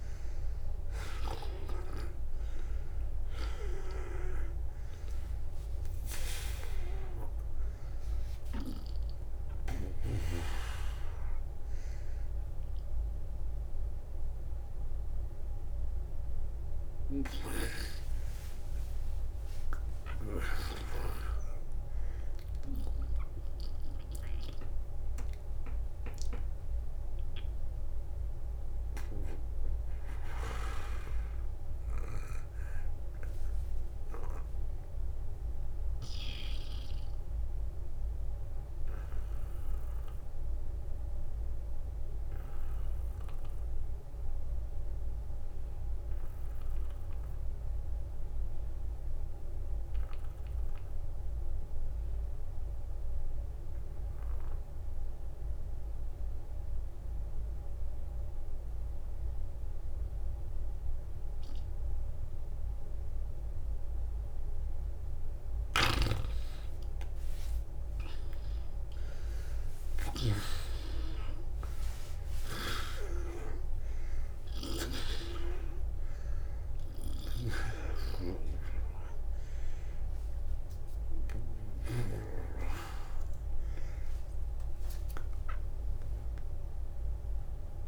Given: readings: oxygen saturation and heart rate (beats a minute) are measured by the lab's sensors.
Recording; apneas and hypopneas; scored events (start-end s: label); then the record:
breathing in sleep by a room microphone; 1
0.00-16.00 s: oxygen desaturation (device-marked, oxygen 84% lowest, heart rate 35 extreme)
18.50-21.50 s: arousal
24.00-63.50 s: mixed apnea (oxygen 87% before, 74% lowest, heart rate 76 before, 45 extreme, up 10 after)
25.00-87.88 s: new sleep stage, N2 (light sleep)
49.50-51.50 s: long interval between heartbeats (device-marked, heart rate 55 before, 48 extreme)
54.00-56.00 s: long interval between heartbeats (device-marked, heart rate 53 before, 53 extreme)
62.00-87.88 s: oxygen desaturation (device-marked, oxygen 95% before, 82% lowest, heart rate 51 before, 44 extreme)
65.50-69.00 s: arousal
76.50-81.50 s: snoring (device-marked)
From the record:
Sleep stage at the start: N1 (lightest sleep); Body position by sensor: on the back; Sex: male